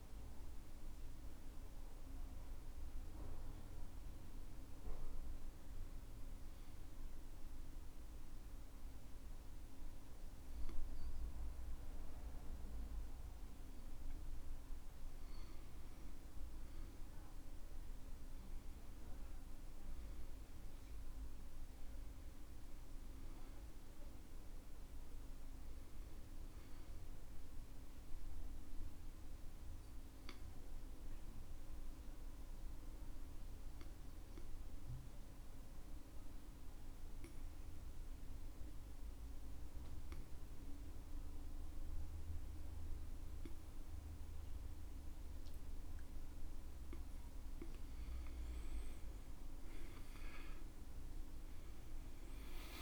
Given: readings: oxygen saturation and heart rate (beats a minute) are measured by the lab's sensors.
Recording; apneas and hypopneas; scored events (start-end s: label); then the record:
breathing in sleep, hard to hear, by a room microphone; 2
2.50-14.50 s: obstructive apnea (oxygen 97% before, 93% lowest, heart rate 69 before, 60 extreme, up 7 after)
16.50-20.50 s: arousal
29.50-47.50 s: obstructive apnea (oxygen 97% before, 92% lowest, heart rate 65 before, 60 extreme, up 15 after)
35.00-48.00 s: oxygen desaturation (device-marked, oxygen 97% before, 93% lowest, heart rate 65 before, 63 extreme)
49.50-52.81 s: arousal
From the record:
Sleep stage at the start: REM sleep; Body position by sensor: on the back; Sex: male